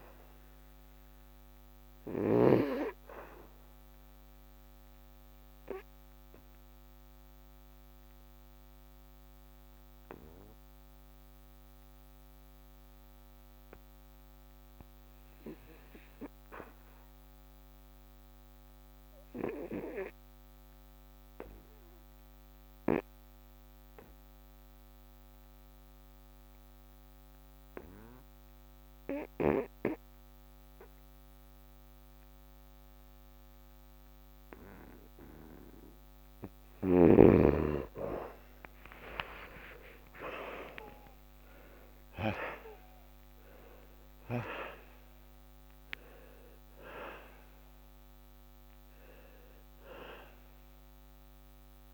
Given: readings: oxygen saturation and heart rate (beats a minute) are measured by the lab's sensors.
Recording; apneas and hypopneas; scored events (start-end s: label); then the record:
breathing in sleep by a microphone on the trachea; 1
0.00-24.50 s: oxygen desaturation (device-marked, oxygen 84% lowest, heart rate 62 extreme)
6.50-34.50 s: obstructive apnea (oxygen 98% before, 73% lowest, heart rate 73 before, 62 extreme, up 10 after)
36.50-51.94 s: oxygen desaturation (device-marked, oxygen 95% before, 73% lowest, heart rate 64 before, 63 extreme)
38.50-43.50 s: arousal
From the record:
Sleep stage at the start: N2 (light sleep); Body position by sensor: on the back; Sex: male